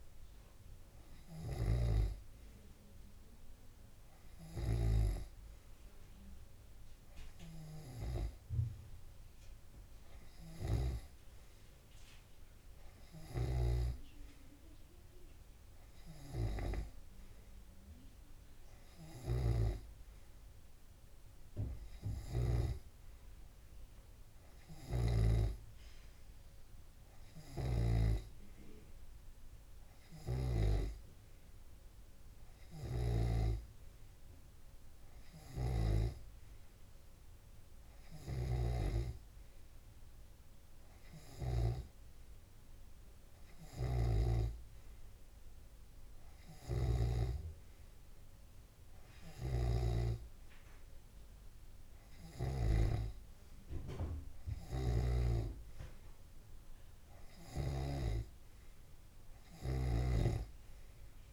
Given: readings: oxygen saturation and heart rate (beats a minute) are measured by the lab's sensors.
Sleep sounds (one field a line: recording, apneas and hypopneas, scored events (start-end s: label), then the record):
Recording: breathing in sleep by a room microphone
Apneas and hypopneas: none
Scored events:
28.00-34.00 s: snoring (device-marked)
47.00-53.50 s: snoring (device-marked)
From the record:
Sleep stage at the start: N2 (light sleep)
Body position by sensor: on the left side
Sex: male